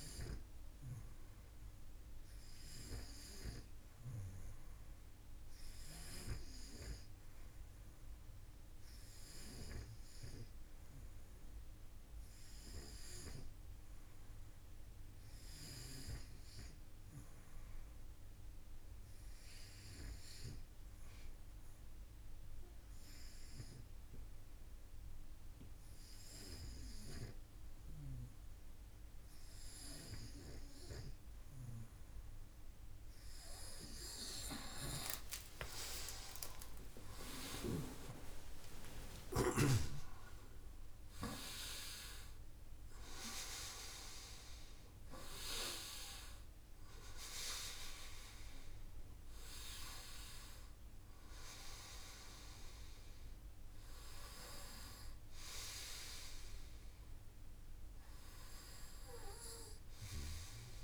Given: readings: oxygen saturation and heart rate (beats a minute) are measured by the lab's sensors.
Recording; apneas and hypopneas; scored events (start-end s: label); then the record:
breathing in sleep by a room microphone; 1
10.50-14.00 s: arousal
10.50-60.84 s: new sleep stage, N2 (light sleep)
18.00-31.00 s: hypopnea (oxygen 92% before, 92% lowest, heart rate 51 before, 50 extreme, up 26 after)
34.00-38.50 s: arousal
From the record:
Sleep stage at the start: REM sleep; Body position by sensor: on the front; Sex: male